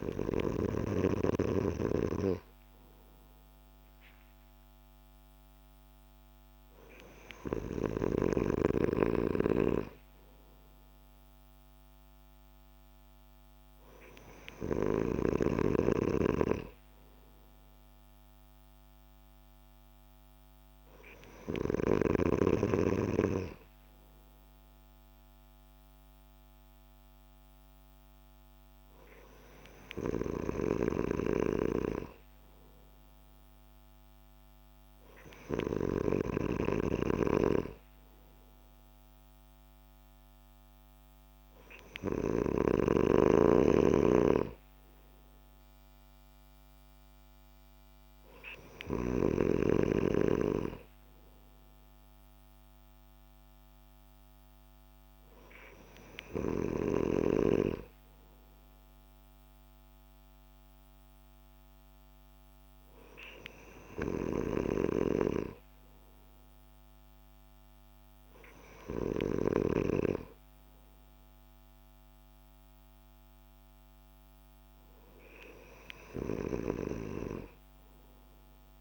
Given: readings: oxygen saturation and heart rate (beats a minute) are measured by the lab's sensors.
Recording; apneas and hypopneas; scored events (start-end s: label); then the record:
breathing in sleep by a microphone on the trachea; none
none scored
From the record:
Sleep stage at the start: N2 (light sleep); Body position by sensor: on the back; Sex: male